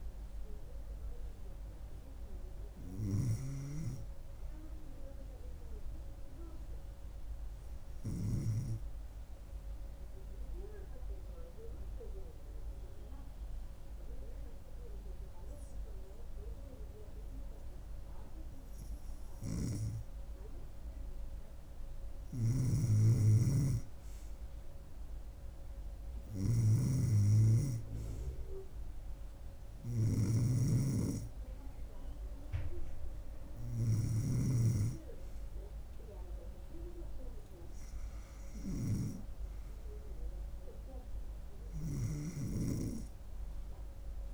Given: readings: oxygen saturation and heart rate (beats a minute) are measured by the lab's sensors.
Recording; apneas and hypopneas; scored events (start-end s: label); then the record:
breathing in sleep by a room microphone; 1
9.50-20.00 s: obstructive apnea (oxygen 97% before, 92% lowest, heart rate 70 before, 71 extreme, up 2 after)
21.00-25.00 s: arousal
22.00-34.00 s: snoring (device-marked)
25.00-42.00 s: oxygen desaturation (device-marked, oxygen 96% before, 93% lowest, heart rate 71 before, 71 extreme)
From the record:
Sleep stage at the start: N2 (light sleep); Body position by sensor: on the back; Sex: female